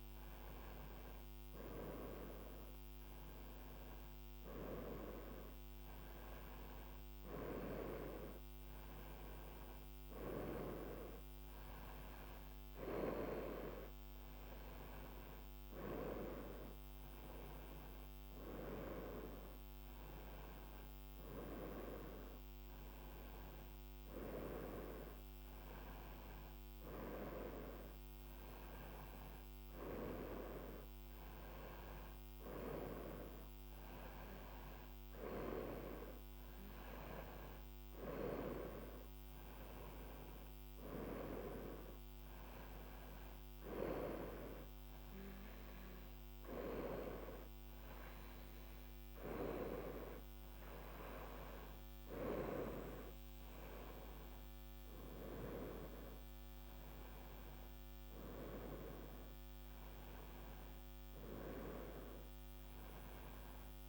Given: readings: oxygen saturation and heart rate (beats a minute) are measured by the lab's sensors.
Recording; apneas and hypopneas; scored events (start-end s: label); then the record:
breathing in sleep by a microphone on the trachea; none
none scored
From the record:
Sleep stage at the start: N1 (lightest sleep); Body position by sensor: on the right side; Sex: female